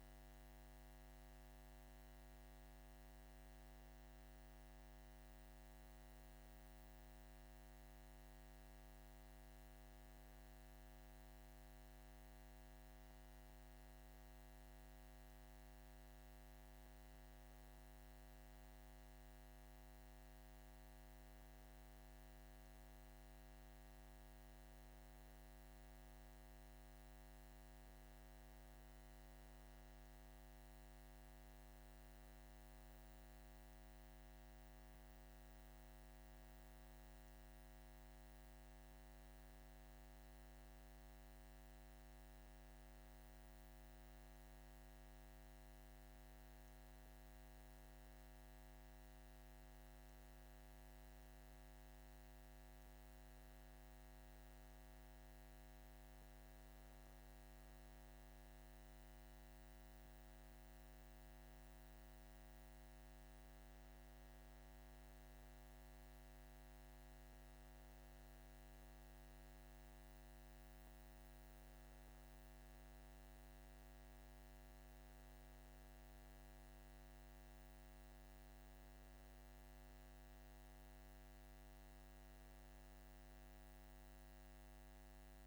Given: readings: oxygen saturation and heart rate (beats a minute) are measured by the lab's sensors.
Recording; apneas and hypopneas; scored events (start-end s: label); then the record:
breathing in sleep, hard to hear, by a microphone on the trachea; none
none scored
From the record:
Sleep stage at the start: N2 (light sleep); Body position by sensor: on the back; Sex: male